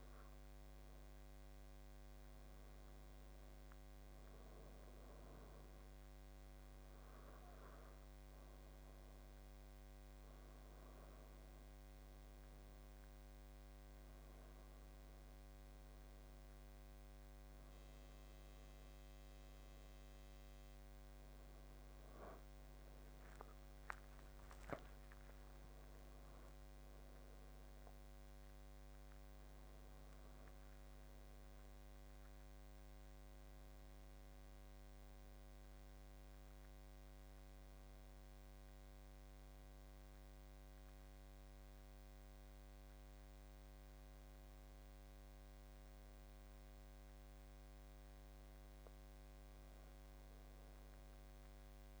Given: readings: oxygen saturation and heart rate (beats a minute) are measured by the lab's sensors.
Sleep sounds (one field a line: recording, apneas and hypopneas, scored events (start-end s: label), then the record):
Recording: breathing in sleep, hard to hear, by a microphone on the trachea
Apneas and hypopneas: none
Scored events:
20.50-24.50 s: arousal
50.00-52.00 s: arousal
From the record:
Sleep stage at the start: N2 (light sleep)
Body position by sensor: on the back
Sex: male